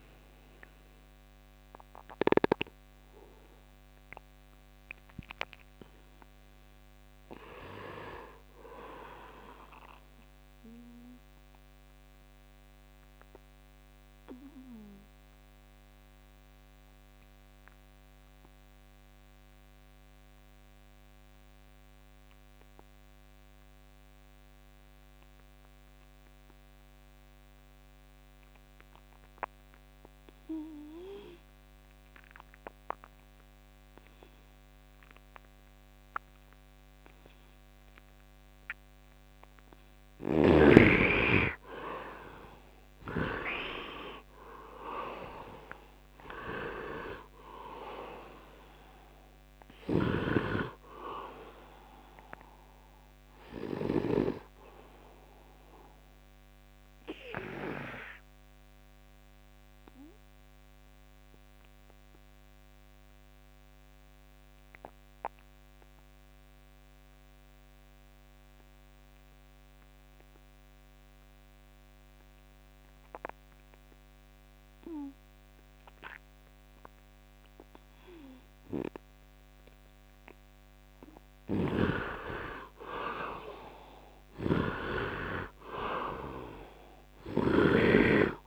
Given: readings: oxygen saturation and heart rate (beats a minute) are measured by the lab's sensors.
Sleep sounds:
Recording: breathing in sleep by a microphone on the trachea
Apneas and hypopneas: 2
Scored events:
0.00-17.00 s: oxygen desaturation (device-marked, oxygen 75% lowest, heart rate 71 extreme)
12.00-39.50 s: obstructive apnea (oxygen 96% before, 73% lowest, heart rate 79 before, 71 extreme, up 8 after)
31.00-67.00 s: oxygen desaturation (device-marked, oxygen 99% before, 73% lowest, heart rate 75 before, 72 extreme)
40.00-43.50 s: snoring (device-marked)
41.50-46.00 s: arousal
50.00-54.50 s: snoring (device-marked)
54.50-79.00 s: obstructive apnea (oxygen 98% before, 73% lowest, heart rate 80 before, 69 extreme, up 9 after)
78.00-88.47 s: oxygen desaturation (device-marked, oxygen 100% before, 79% lowest, heart rate 75 before, 69 extreme)
81.50-85.00 s: snoring (device-marked)
82.00-86.00 s: arousal
From the record:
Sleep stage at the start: N2 (light sleep)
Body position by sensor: on the right side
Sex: male

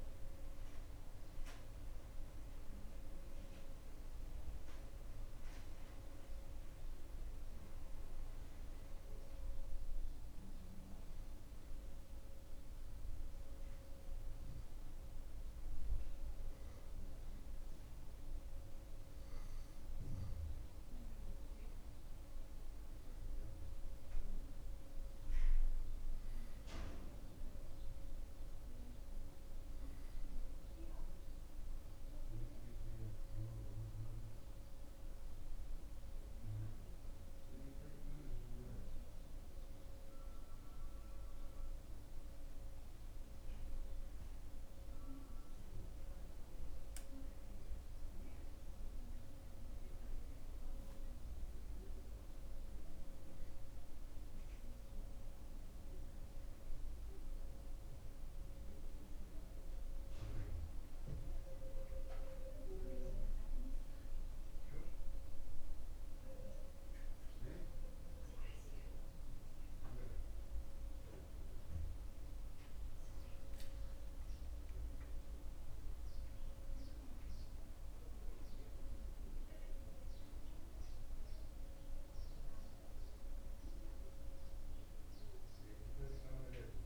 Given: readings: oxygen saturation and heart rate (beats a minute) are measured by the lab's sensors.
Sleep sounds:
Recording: breathing in sleep by a room microphone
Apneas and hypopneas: 1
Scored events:
1.50-5.00 s: arousal
8.00-20.50 s: hypopnea (oxygen 97% before, 93% lowest, heart rate 89 before, 67 extreme)
22.50-25.50 s: arousal
From the record:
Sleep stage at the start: N2 (light sleep)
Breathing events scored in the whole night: 114 in 3.4 hours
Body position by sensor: on the back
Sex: male

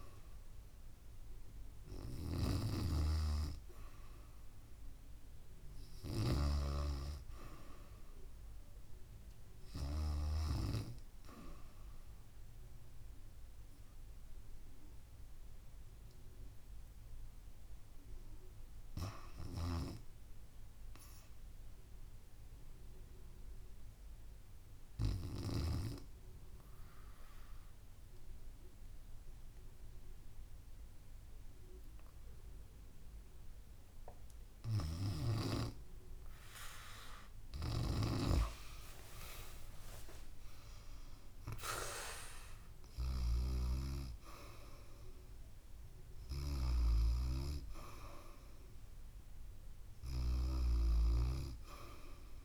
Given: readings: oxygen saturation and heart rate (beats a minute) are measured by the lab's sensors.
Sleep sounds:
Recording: breathing in sleep by a room microphone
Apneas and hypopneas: 1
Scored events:
0.00-4.50 s: oxygen desaturation (device-marked, oxygen 89% lowest, heart rate 69 extreme)
12.50-16.00 s: arousal
21.50-34.00 s: obstructive apnea (oxygen 93% before, 87% lowest, heart rate 75 before, 69 extreme, up 5 after)
29.50-52.45 s: oxygen desaturation (device-marked, oxygen 94% before, 87% lowest, heart rate 72 before, 69 extreme)
37.50-42.50 s: arousal
43.00-52.45 s: snoring (device-marked)
From the record:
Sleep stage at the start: REM sleep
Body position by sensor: on the back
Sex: female

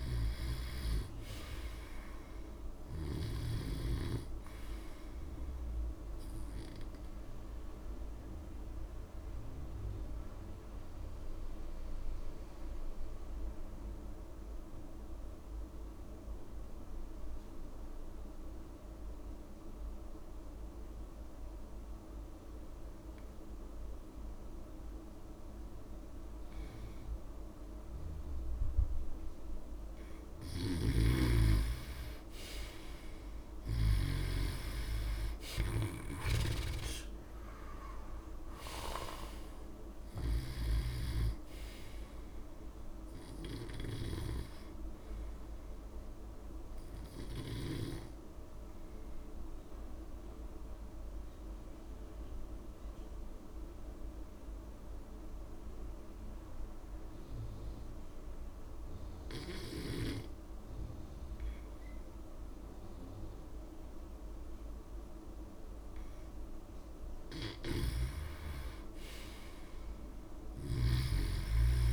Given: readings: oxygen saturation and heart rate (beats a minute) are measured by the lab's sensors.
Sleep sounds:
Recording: breathing in sleep by a room microphone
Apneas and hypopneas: 2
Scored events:
0.00-19.50 s: oxygen desaturation (device-marked, oxygen 86% lowest)
0.50-2.50 s: long interval between heartbeats (device-marked)
7.50-29.50 s: obstructive apnea (oxygen 99% before, 86% lowest)
9.00-11.00 s: long interval between heartbeats (device-marked)
31.00-36.50 s: snoring (device-marked)
32.50-36.50 s: arousal
32.50-56.50 s: oxygen desaturation (device-marked, oxygen 98% before, 88% lowest)
50.00-66.00 s: obstructive apnea (oxygen 99% before, 88% lowest)
67.50-71.93 s: snoring (device-marked)
68.00-71.50 s: arousal
70.50-71.93 s: oxygen desaturation (device-marked, oxygen 98% before, 89% lowest)
From the record:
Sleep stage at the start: N2 (light sleep)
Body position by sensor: on the back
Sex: male

